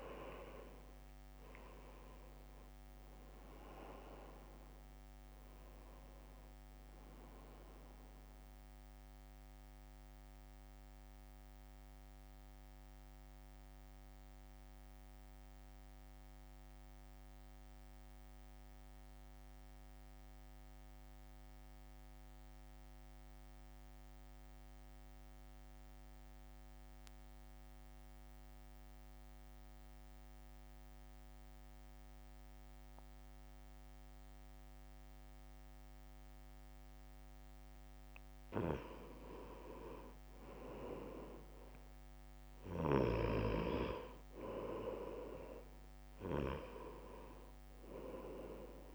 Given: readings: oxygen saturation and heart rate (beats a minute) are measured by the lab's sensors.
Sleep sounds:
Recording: breathing in sleep by a microphone on the trachea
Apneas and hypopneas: 1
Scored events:
0.00-4.50 s: arousal
0.00-29.50 s: oxygen desaturation (device-marked, oxygen 87% lowest, heart rate 54 extreme)
2.50-16.50 s: drop in pulse transit time (device-marked, heart rate 62 before, 54 extreme)
10.50-38.00 s: central apnea (oxygen 98% before, 85% lowest, heart rate 59 before, 57 extreme, up 1 after)
38.50-48.95 s: oxygen desaturation (device-marked, oxygen 98% before, 89% lowest, heart rate 65 before, 57 extreme)
40.50-43.50 s: arousal
From the record:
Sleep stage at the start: N2 (light sleep)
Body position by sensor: on the right side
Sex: male

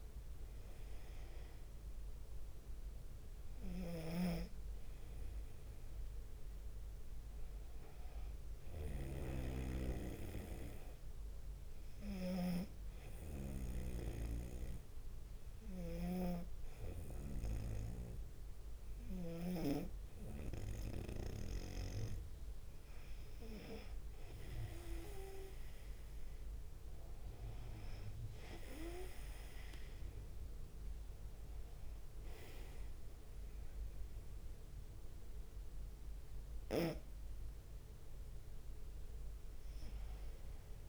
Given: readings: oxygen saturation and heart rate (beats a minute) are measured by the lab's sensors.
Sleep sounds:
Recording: breathing in sleep by a room microphone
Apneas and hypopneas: 1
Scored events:
4.00-8.50 s: arousal
4.00-20.00 s: snoring (device-marked)
10.00-21.50 s: obstructive apnea (oxygen 95% before, 91% lowest, heart rate 67 before, 65 extreme, up 1 after)
24.00-27.50 s: arousal
From the record:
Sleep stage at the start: N2 (light sleep)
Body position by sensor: on the right side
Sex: male

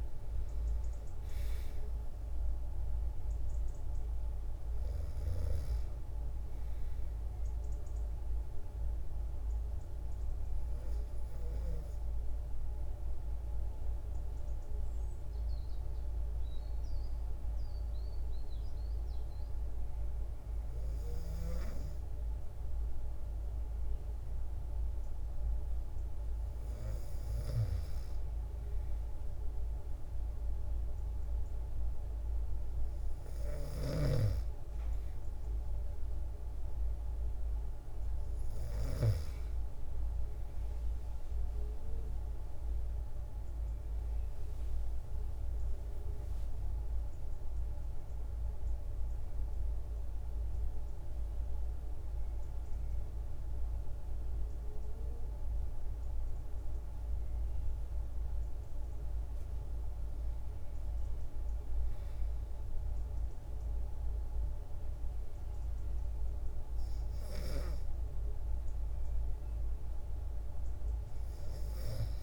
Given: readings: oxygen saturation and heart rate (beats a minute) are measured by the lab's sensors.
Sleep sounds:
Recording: breathing in sleep, hard to hear, by a room microphone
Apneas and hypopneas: 2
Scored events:
0.00-18.50 s: oxygen desaturation (device-marked, oxygen 92% lowest, heart rate 28 extreme)
11.50-26.00 s: mixed apnea (oxygen 97% before, 92% lowest, heart rate 157 before, 28 extreme)
27.50-31.00 s: arousal
44.00-47.00 s: arousal
49.00-59.00 s: obstructive apnea (oxygen 97% before, 92% lowest, heart rate 99 before, 81 extreme)
61.50-65.00 s: arousal
From the record:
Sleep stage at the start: N2 (light sleep)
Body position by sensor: on the back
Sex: female

